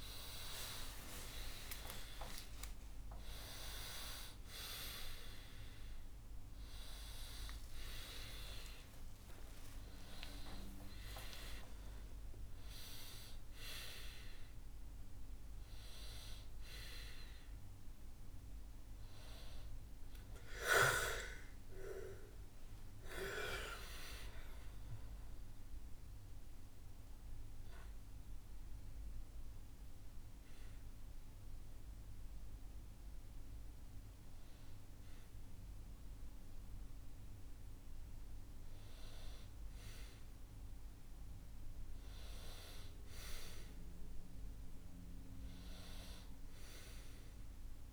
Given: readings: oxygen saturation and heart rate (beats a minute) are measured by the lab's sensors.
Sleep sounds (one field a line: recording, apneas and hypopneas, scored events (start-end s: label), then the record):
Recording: a person awake in a sleep study, by a room microphone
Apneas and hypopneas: none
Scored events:
0.00-3.50 s: oxygen desaturation (device-marked, oxygen 95% lowest, heart rate 78 extreme)
5.50-11.50 s: oxygen desaturation (device-marked, oxygen 98% before, 95% lowest, heart rate 135 before, 77 extreme)
28.50-47.93 s: new sleep stage, N1 (lightest sleep)
From the record:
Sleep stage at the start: awake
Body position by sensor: on the back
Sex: male